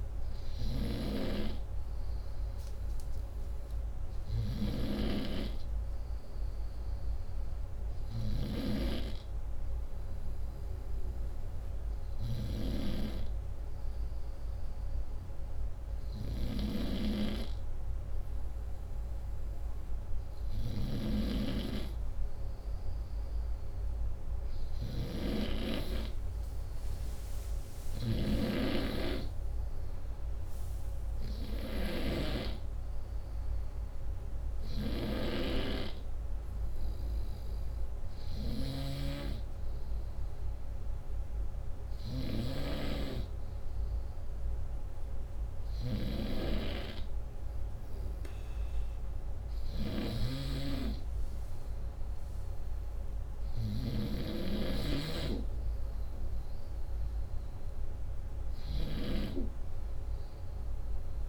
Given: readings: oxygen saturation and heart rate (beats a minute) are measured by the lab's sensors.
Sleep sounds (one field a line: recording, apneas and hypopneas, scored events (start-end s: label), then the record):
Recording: breathing in sleep by a room microphone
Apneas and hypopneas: 1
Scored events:
0.00-7.50 s: snoring (device-marked)
6.50-19.50 s: hypopnea (oxygen 99% before, 93% lowest, heart rate 96 before, 42 extreme)
15.50-53.50 s: snoring (device-marked)
25.00-30.00 s: arousal
From the record:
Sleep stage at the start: N2 (light sleep)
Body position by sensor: upright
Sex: male